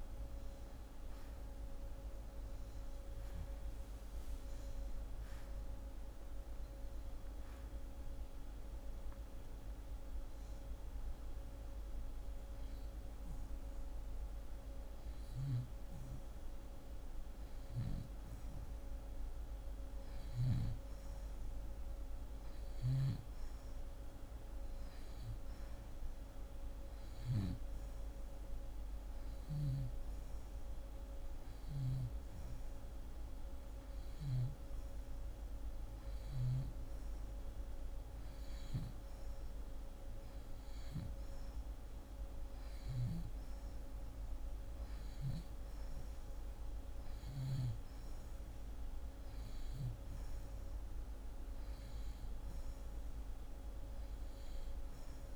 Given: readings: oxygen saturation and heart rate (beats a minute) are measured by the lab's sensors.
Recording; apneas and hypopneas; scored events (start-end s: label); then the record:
breathing in sleep, hard to hear, by a room microphone; none
3.50-8.00 s: arousal
From the record:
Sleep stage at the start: N2 (light sleep); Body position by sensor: on the back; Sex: female